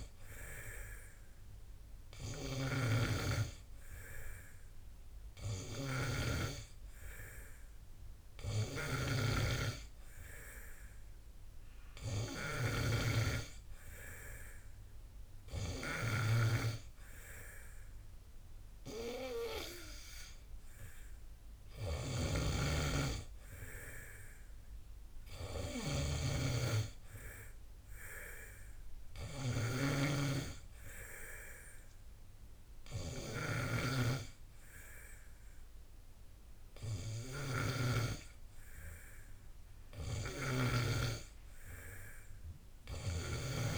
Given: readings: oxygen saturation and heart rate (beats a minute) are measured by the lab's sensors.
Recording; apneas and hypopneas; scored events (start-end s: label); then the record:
breathing in sleep by a room microphone; none
none scored
From the record:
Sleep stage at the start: N2 (light sleep); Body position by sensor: on the back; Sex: male